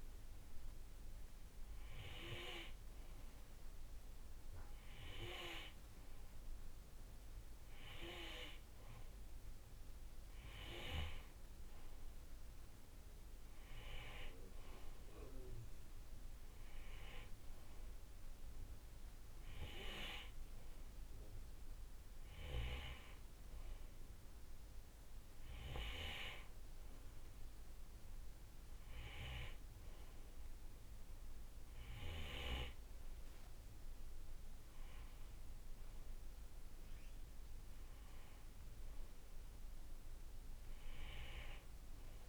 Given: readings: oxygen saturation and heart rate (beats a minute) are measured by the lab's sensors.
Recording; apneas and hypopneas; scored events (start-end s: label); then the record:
breathing in sleep by a room microphone; none
none scored
From the record:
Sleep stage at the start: N2 (light sleep); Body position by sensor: on the right side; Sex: male